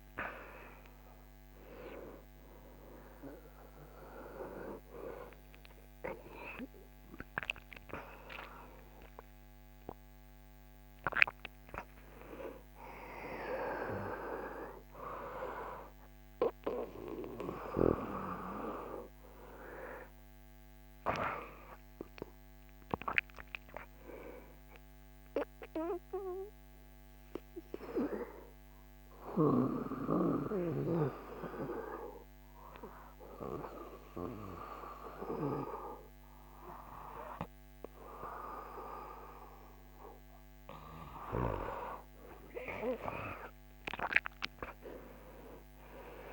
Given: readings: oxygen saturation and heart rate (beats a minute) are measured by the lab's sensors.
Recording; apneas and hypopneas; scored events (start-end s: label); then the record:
breathing in sleep by a microphone on the trachea; 1
25.50-39.00 s: hypopnea (oxygen 100% before, 96% lowest, heart rate 90 before, 77 extreme, up 5 after)
41.00-46.33 s: arousal
From the record:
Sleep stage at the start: N1 (lightest sleep); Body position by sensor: on the back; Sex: male